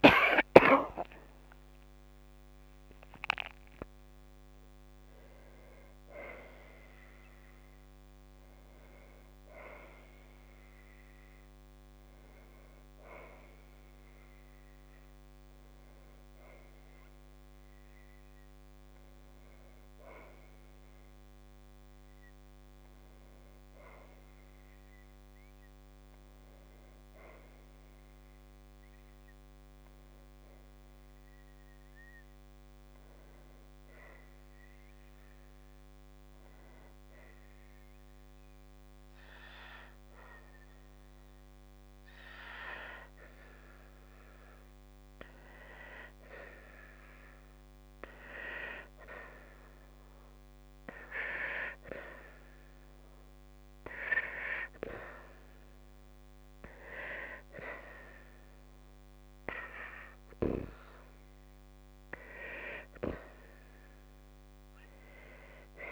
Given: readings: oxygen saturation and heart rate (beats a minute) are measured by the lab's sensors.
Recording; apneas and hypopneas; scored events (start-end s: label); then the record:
a person partly awake in a sleep study, by a microphone on the trachea; 1
17.50-65.92 s: new sleep stage, N2 (light sleep)
36.50-53.50 s: hypopnea (oxygen 96% before, 93% lowest, heart rate 60 before, 59 extreme, up 2 after)
56.50-59.50 s: arousal
58.50-65.92 s: oxygen desaturation (device-marked, oxygen 97% before, 93% lowest, heart rate 60 before, 62 extreme)
From the record:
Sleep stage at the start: awake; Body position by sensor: on the right side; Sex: female